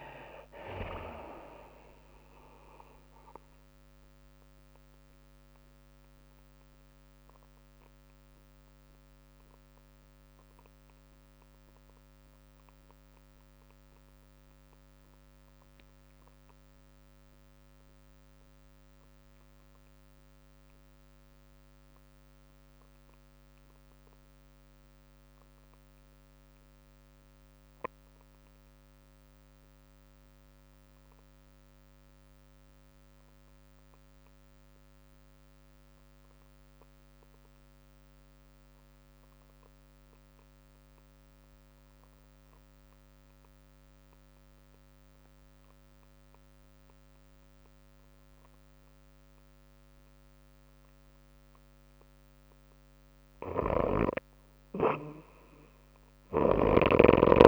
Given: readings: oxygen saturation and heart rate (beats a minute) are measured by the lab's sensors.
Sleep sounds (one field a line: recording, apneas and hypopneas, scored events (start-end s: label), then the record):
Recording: breathing in sleep by a microphone on the trachea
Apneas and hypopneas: 1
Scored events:
0.00-9.50 s: drop in pulse transit time (device-marked, heart rate 109 extreme)
0.00-12.50 s: oxygen desaturation (device-marked, oxygen 68% lowest, heart rate 98 extreme)
0.00-27.50 s: tachycardia (device-marked, heart rate 117 extreme)
5.00-52.50 s: obstructive apnea (oxygen 98% before, 59% lowest, heart rate 108 before, 58 extreme, up 1 after)
17.50-57.48 s: oxygen desaturation (device-marked, oxygen 98% before, 59% lowest, heart rate 111 before, 58 extreme)
From the record:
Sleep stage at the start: REM sleep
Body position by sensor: on the back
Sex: female